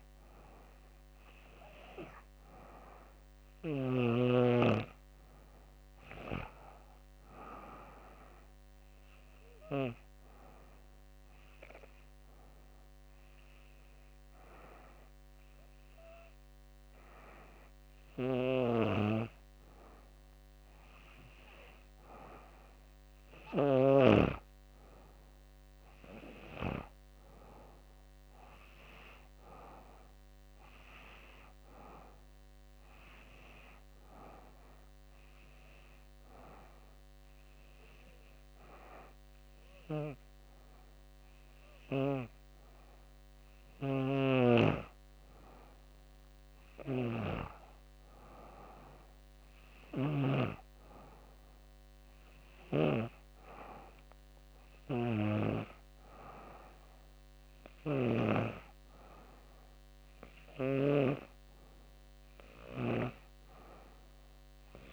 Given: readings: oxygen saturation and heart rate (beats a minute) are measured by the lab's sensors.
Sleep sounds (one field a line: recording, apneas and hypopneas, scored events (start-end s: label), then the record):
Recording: breathing in sleep by a microphone on the trachea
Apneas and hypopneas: 2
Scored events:
8.00-18.50 s: hypopnea (oxygen 96% before, 92% lowest, heart rate 90 before, 87 extreme, up 2 after)
25.00-28.00 s: arousal
33.00-42.00 s: oxygen desaturation (device-marked, oxygen 96% before, 92% lowest, heart rate 89 before, 88 extreme)
33.50-44.50 s: hypopnea (oxygen 96% before, 92% lowest, heart rate 89 before, 88 extreme, up 2 after)
46.00-49.00 s: arousal
From the record:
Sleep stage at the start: N2 (light sleep)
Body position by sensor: on the back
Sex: female